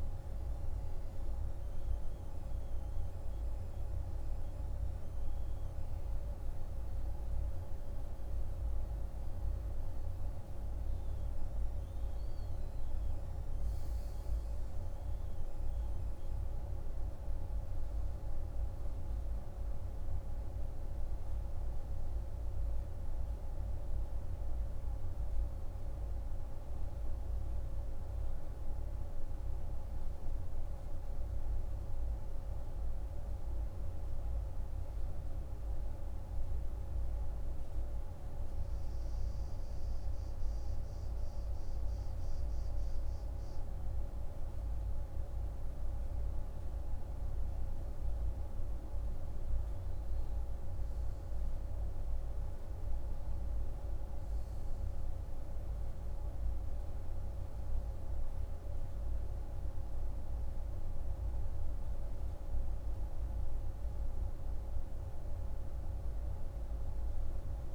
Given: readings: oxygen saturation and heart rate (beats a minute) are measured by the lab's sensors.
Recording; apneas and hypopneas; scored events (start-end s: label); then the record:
breathing in sleep, hard to hear, by a room microphone; none
none scored
From the record:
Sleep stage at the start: N1 (lightest sleep); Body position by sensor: on the right side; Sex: male